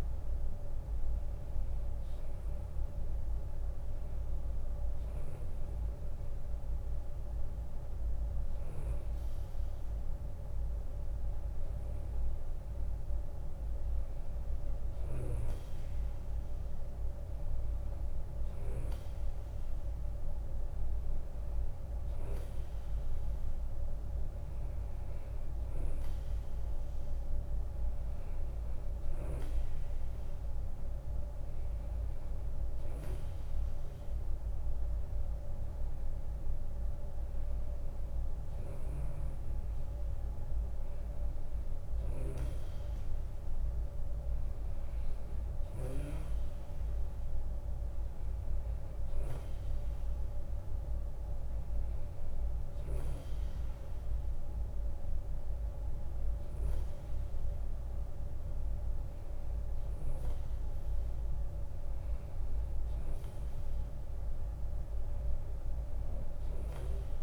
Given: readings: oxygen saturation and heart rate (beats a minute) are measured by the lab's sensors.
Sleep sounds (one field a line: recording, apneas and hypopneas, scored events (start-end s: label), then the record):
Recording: breathing in sleep, hard to hear, by a room microphone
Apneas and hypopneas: none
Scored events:
0.00-2.00 s: long interval between heartbeats (device-marked, heart rate 80 before, 80 extreme)
0.00-8.00 s: drop in pulse transit time (device-marked, heart rate 74 extreme)
62.50-64.50 s: long interval between heartbeats (device-marked, heart rate 80 before, 85 extreme)
From the record:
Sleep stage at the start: N2 (light sleep)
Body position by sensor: on the right side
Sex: male